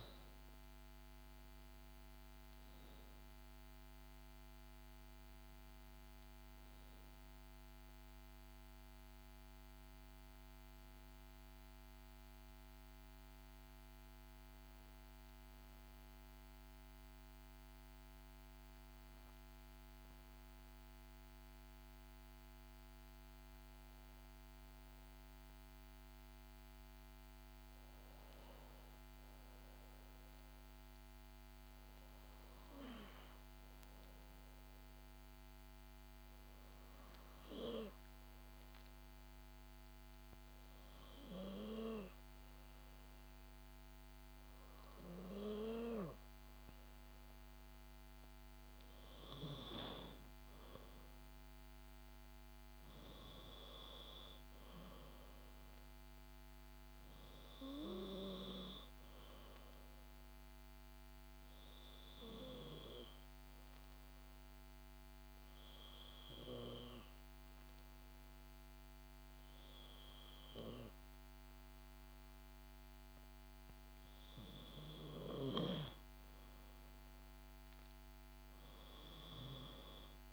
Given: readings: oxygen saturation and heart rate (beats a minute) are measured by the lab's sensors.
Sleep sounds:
breathing in sleep by a microphone on the trachea; 2
34.50-48.50 s: obstructive apnea (oxygen 97% before, 91% lowest, heart rate 55 before, 58 extreme, up 3 after)
51.50-55.50 s: arousal
58.00-60.00 s: long interval between heartbeats (device-marked, heart rate 60 before, 61 extreme)
60.00-74.50 s: obstructive apnea (oxygen 97% before, 91% lowest, heart rate 61 before, 54 extreme, up 4 after)
76.00-79.50 s: arousal
From the record:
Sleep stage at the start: N2 (light sleep); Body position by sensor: on the back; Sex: female

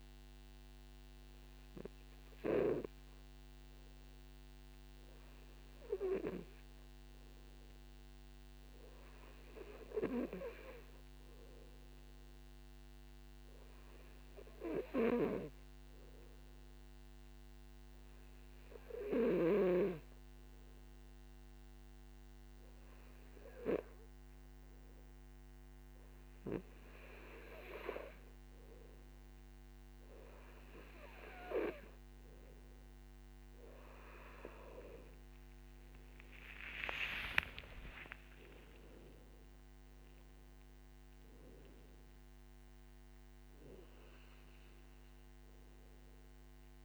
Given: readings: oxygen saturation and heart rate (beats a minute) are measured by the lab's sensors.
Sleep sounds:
breathing in sleep by a microphone on the trachea; none
0.00-9.50 s: oxygen desaturation (device-marked, oxygen 93% lowest, heart rate 53 extreme)
33.50-40.50 s: oxygen desaturation (device-marked, oxygen 95% before, 92% lowest, heart rate 58 before, 49 extreme)
36.50-41.00 s: arousal
From the record:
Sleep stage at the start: N2 (light sleep); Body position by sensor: on the back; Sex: male

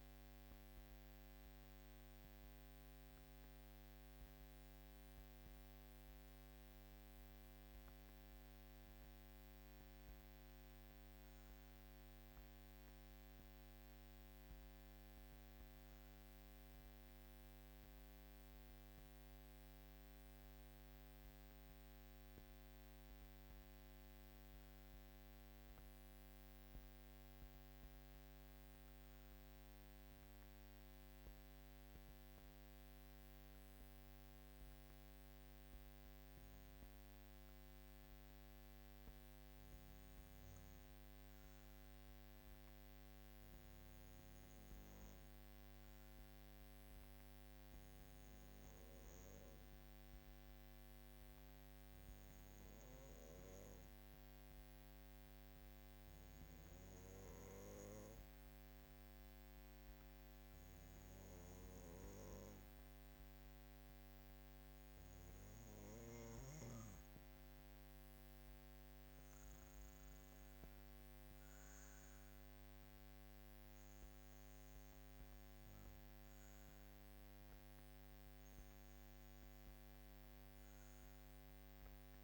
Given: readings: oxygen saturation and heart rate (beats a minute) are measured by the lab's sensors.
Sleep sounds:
breathing in sleep, hard to hear, by a microphone on the trachea; 1
10.50-66.00 s: obstructive apnea (oxygen 98% before, 92% lowest, heart rate 52 before, 52 extreme, up 1 after)
67.00-71.50 s: arousal
From the record:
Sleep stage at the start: N2 (light sleep); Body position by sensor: on the back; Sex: female

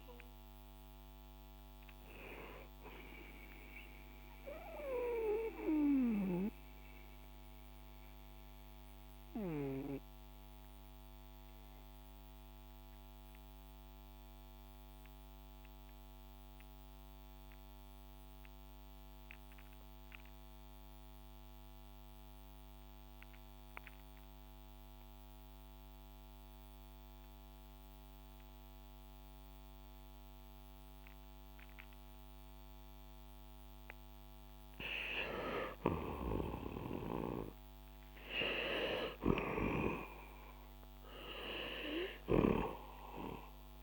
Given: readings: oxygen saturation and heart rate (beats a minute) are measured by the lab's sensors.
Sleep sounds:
breathing in sleep by a microphone on the trachea; 1
0.00-19.50 s: oxygen desaturation (device-marked, oxygen 78% lowest, heart rate 61 extreme)
4.50-34.00 s: mixed apnea (oxygen 97% before, 78% lowest, heart rate 75 before, 61 extreme, up 9 after)
34.50-43.83 s: oxygen desaturation (device-marked, oxygen 99% before, 87% lowest, heart rate 64 before, 58 extreme)
37.00-41.00 s: arousal
From the record:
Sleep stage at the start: REM sleep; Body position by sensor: on the back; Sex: male

